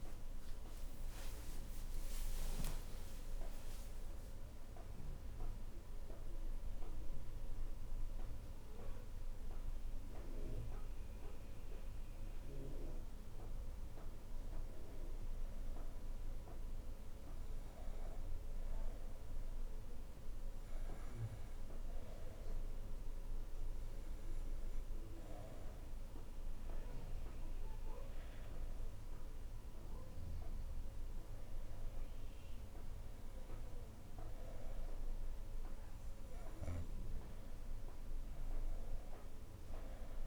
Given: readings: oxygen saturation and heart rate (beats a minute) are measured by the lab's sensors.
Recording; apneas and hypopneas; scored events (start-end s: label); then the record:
breathing in sleep, hard to hear, by a room microphone; none
none scored
From the record:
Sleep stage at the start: N2 (light sleep); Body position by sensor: on the right side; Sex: female